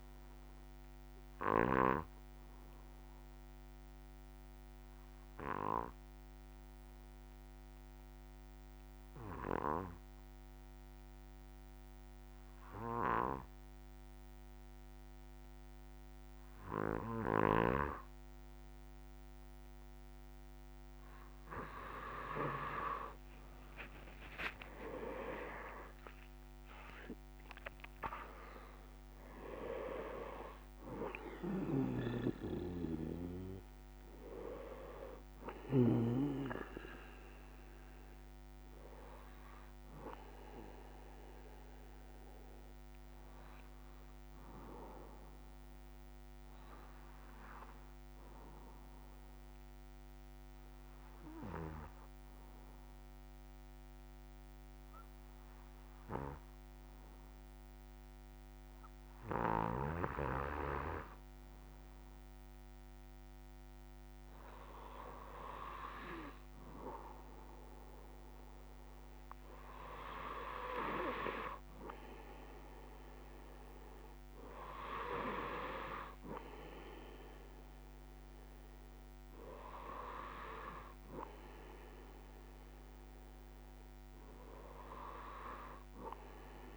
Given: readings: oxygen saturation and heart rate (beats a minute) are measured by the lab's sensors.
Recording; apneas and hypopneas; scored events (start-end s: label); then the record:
breathing in sleep by a microphone on the trachea; 2
0.00-12.50 s: oxygen desaturation (device-marked, oxygen 93% lowest, heart rate 53 extreme)
1.50-22.00 s: obstructive apnea (oxygen 98% before, 93% lowest, heart rate 64 before, 53 extreme, up 14 after)
48.00-60.50 s: obstructive apnea (oxygen 99% before, 96% lowest, heart rate 62 before, 54 extreme, up 5 after)
From the record:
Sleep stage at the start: N1 (lightest sleep); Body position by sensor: on the back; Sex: male